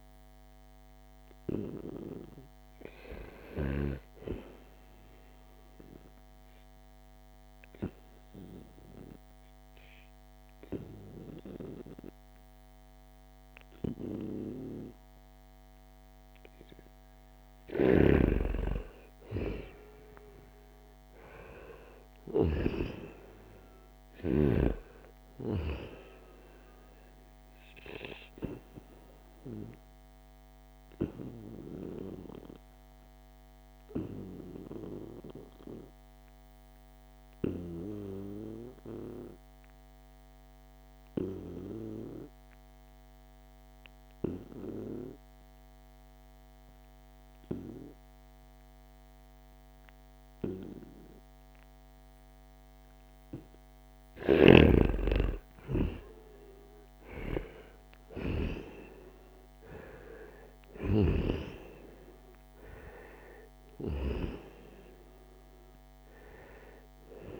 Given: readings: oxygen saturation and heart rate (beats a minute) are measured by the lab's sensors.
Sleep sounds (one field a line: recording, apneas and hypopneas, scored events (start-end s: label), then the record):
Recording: breathing in sleep by a microphone on the trachea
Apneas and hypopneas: 2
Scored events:
2.50-5.50 s: arousal
6.50-17.50 s: obstructive apnea (oxygen 96% before, 88% lowest, heart rate 79 before, 73 extreme, up 2 after)
19.50-24.50 s: arousal
26.00-39.00 s: oxygen desaturation (device-marked, oxygen 94% before, 91% lowest, heart rate 75 before, 71 extreme)
27.00-53.50 s: obstructive apnea (oxygen 96% before, 88% lowest, heart rate 76 before, 71 extreme, up 4 after)
54.50-59.50 s: arousal
55.00-67.40 s: oxygen desaturation (device-marked, oxygen 95% before, 88% lowest, heart rate 73 before, 68 extreme)
From the record:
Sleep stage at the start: N2 (light sleep)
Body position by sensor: on the right side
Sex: male